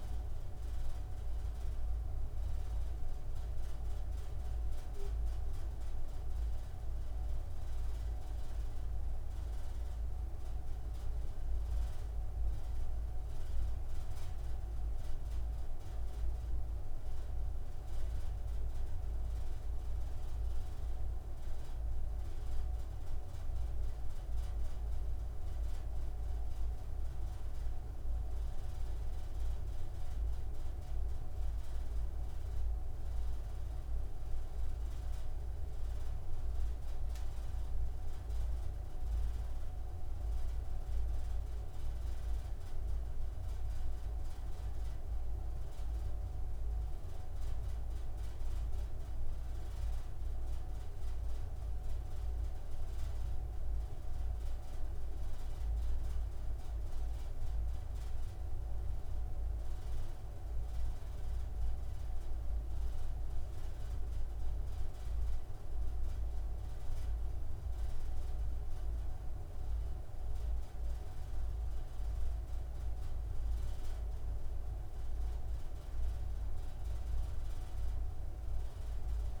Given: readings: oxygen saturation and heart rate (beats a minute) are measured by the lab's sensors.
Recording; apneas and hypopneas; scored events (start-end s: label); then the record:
breathing in sleep, hard to hear, by a room microphone; none
none scored
From the record:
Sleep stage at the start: N3 (deep sleep); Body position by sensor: on the front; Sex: male